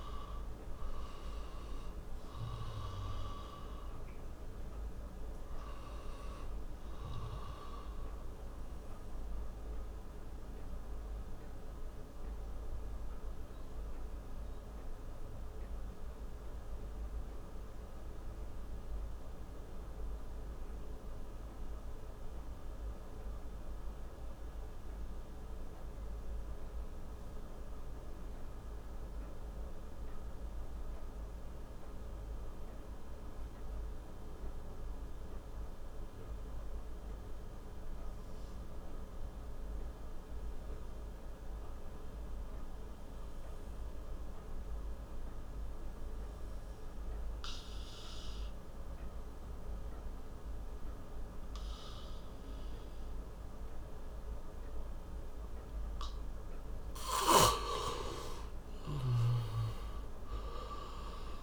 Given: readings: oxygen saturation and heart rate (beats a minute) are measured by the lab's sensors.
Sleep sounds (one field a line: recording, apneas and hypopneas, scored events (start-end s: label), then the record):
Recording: breathing in sleep by a room microphone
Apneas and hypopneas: 1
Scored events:
0.00-29.00 s: oxygen desaturation (device-marked, oxygen 80% lowest)
7.00-56.00 s: mixed apnea (oxygen 94% before, 80% lowest)
49.00-61.43 s: oxygen desaturation (device-marked, oxygen 97% before, 82% lowest)
58.00-61.43 s: arousal
From the record:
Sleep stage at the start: N2 (light sleep)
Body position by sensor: on the back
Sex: male